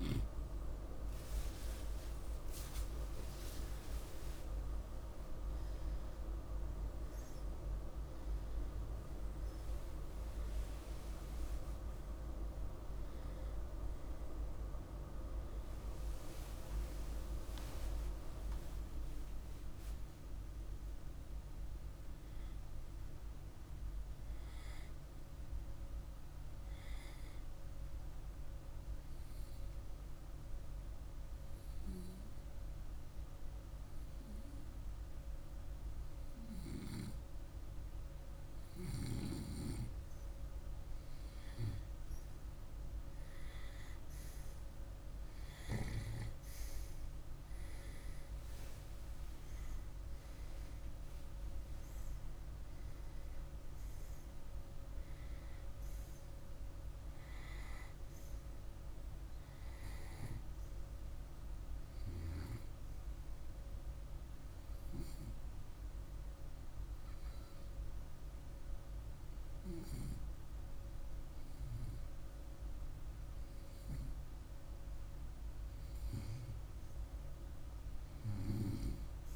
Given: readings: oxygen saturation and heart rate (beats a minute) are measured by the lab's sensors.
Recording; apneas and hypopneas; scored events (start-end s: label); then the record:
breathing in sleep by a room microphone; 2
24.50-37.50 s: hypopnea (oxygen 98% before, 95% lowest, heart rate 53 before, 49 extreme, up 2 after)
41.00-45.50 s: arousal
61.00-74.00 s: hypopnea (oxygen 98% before, 95% lowest, heart rate 51 before, 48 extreme, up 2 after)
75.50-79.36 s: arousal
From the record:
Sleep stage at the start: N2 (light sleep); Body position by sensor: on the right side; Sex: male